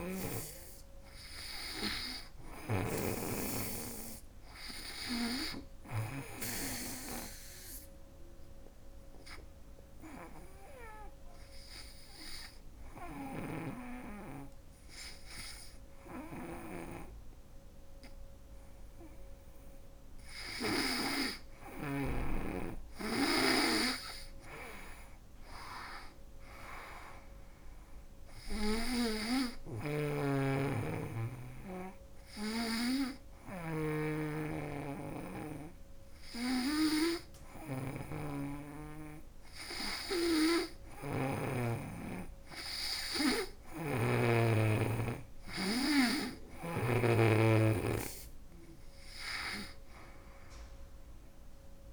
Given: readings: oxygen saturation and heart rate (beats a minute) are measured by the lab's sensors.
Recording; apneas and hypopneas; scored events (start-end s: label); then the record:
breathing in sleep by a room microphone; 2
0.00-5.50 s: snoring (device-marked)
6.50-18.50 s: obstructive apnea (oxygen 98% before, 93% lowest, heart rate 75 before, 72 extreme, up 3 after)
20.00-23.00 s: arousal
28.00-41.00 s: hypopnea (oxygen 98% before, 93% lowest, heart rate 77 before, 72 extreme, up 8 after)
29.00-41.00 s: snoring (device-marked)
36.00-44.00 s: oxygen desaturation (device-marked, oxygen 98% before, 93% lowest, heart rate 75 before, 76 extreme)
43.00-46.50 s: snoring (device-marked)
45.50-49.00 s: arousal
From the record:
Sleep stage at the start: N2 (light sleep); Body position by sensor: on the back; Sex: female